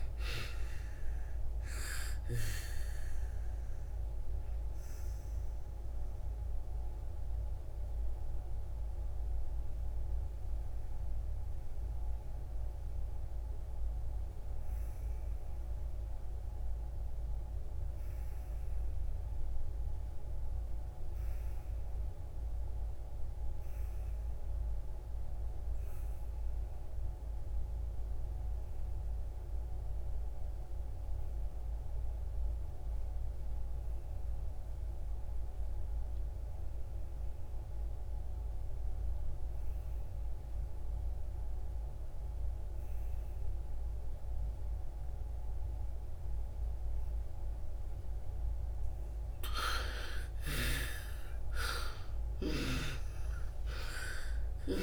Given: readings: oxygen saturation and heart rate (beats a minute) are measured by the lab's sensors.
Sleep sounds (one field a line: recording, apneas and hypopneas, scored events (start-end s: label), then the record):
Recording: breathing in sleep by a room microphone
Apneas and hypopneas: 1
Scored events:
0.00-22.00 s: oxygen desaturation (device-marked, oxygen 71% lowest)
3.50-48.00 s: mixed apnea (oxygen 99% before, 66% lowest)
28.00-54.83 s: oxygen desaturation (device-marked, oxygen 99% before, 66% lowest)
50.00-54.83 s: arousal
From the record:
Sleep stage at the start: REM sleep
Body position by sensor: on the back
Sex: female